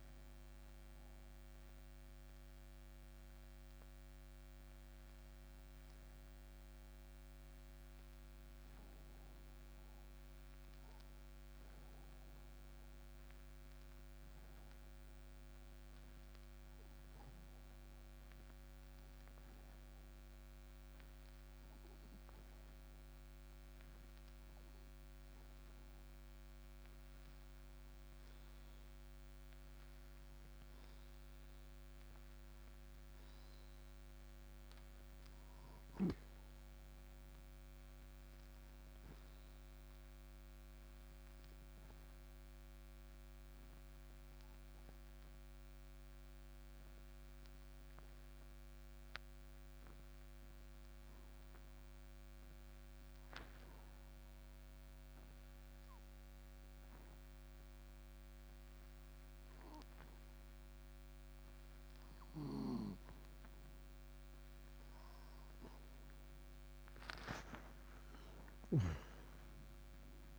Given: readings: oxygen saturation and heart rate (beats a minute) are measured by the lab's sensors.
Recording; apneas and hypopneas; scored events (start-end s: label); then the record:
breathing in sleep, hard to hear, by a microphone on the trachea; 2
0.00-10.00 s: oxygen desaturation (device-marked, oxygen 89% lowest)
8.00-12.00 s: arousal
15.50-27.00 s: hypopnea (oxygen 97% before, 92% lowest)
30.00-33.50 s: arousal
32.00-44.00 s: oxygen desaturation (device-marked, oxygen 97% before, 94% lowest)
44.50-61.50 s: obstructive apnea (oxygen 97% before, 92% lowest)
58.00-68.00 s: oxygen desaturation (device-marked, oxygen 95% before, 92% lowest)
68.00-70.39 s: arousal
From the record:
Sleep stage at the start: N2 (light sleep); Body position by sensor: on the right side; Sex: male